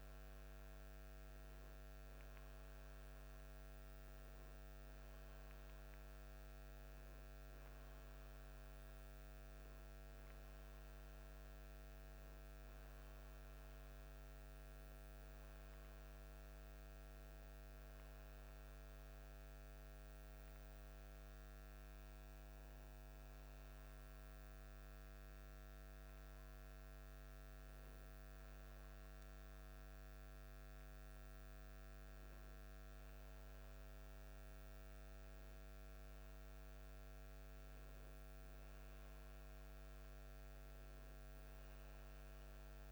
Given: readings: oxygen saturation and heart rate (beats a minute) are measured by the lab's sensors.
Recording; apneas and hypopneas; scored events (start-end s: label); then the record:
breathing in sleep, hard to hear, by a microphone on the trachea; 1
9.00-13.50 s: arousal
18.00-32.50 s: hypopnea (oxygen 93% before, 89% lowest, heart rate 52 before, 49 extreme, up 4 after)
33.50-37.50 s: arousal
From the record:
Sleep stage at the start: N2 (light sleep); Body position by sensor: on the back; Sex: male